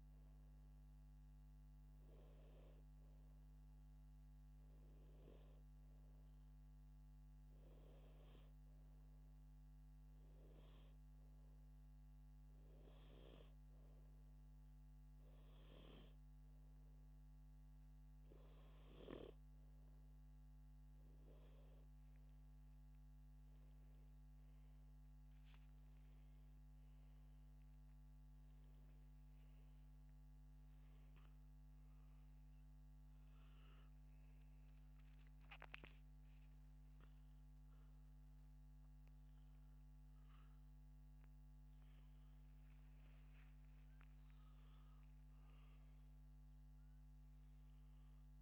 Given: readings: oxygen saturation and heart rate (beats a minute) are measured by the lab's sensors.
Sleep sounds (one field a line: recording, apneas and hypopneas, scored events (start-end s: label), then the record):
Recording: breathing in sleep by a microphone on the trachea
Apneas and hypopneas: none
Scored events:
37.50-42.00 s: arousal
From the record:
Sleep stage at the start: N2 (light sleep)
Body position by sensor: upright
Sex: male